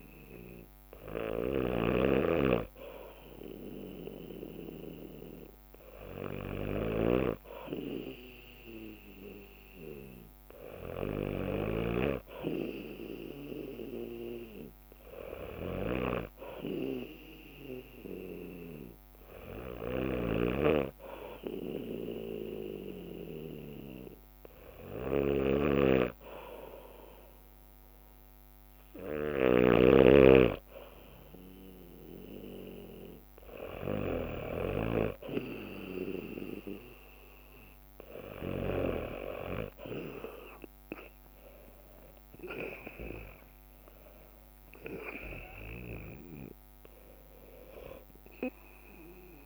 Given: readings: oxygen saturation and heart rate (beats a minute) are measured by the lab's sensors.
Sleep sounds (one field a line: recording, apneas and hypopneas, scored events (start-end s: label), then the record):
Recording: breathing in sleep by a microphone on the trachea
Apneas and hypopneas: none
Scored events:
0.00-2.00 s: snoring (device-marked)
0.00-3.00 s: bradycardia (device-marked, heart rate 58 extreme)
20.00-30.00 s: snoring (device-marked)
41.00-43.00 s: leg movement (device-marked)
42.50-47.50 s: arousal
From the record:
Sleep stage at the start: N2 (light sleep)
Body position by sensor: on the back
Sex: male